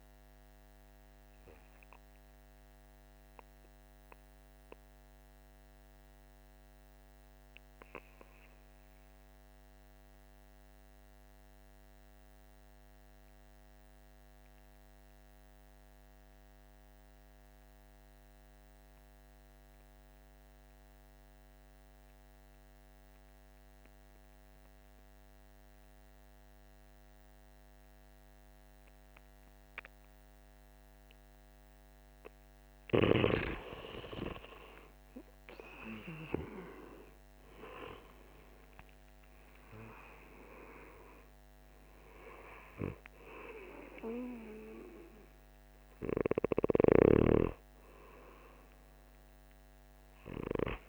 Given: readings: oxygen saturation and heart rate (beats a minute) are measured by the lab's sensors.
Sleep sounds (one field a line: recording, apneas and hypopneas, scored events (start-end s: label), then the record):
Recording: breathing in sleep by a microphone on the trachea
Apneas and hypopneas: 1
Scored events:
0.00-8.50 s: oxygen desaturation (device-marked, oxygen 84% lowest, heart rate 48 extreme)
0.50-32.00 s: mixed apnea (oxygen 97% before, 84% lowest, heart rate 58 before, 48 extreme, up 12 after)
28.50-50.89 s: oxygen desaturation (device-marked, oxygen 98% before, 86% lowest, heart rate 49 before, 47 extreme)
34.00-38.50 s: arousal
From the record:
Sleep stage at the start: N2 (light sleep)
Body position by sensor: on the back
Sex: male